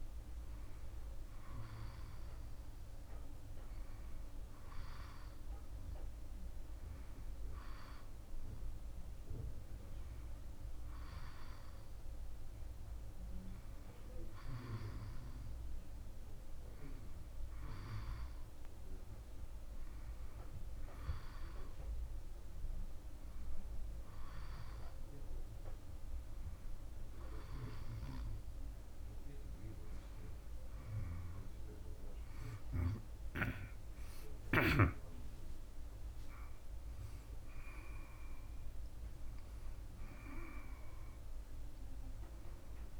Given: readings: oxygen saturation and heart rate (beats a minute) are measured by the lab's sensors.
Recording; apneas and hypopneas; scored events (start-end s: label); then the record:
a person awake in a sleep study, by a room microphone; none
19.50-43.00 s: new sleep stage, awake
From the record:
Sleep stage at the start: N1 (lightest sleep); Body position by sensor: on the back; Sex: male